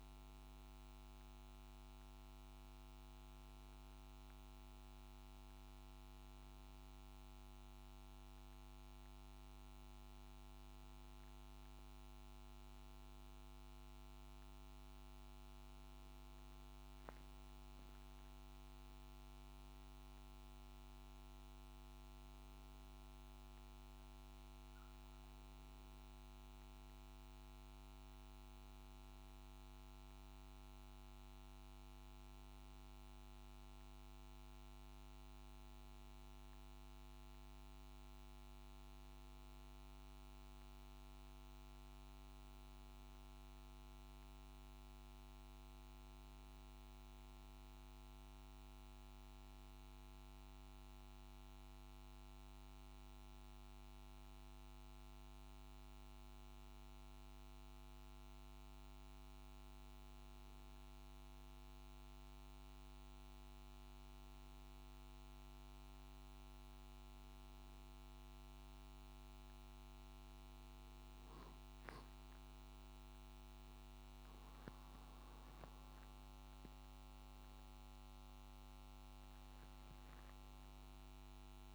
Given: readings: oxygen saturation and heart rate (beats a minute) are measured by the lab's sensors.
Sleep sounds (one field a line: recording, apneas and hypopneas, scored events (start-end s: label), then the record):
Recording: a person awake in a sleep study, hard to hear, by a microphone on the trachea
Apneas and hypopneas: none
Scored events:
none scored
From the record:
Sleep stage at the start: awake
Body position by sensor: on the back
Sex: male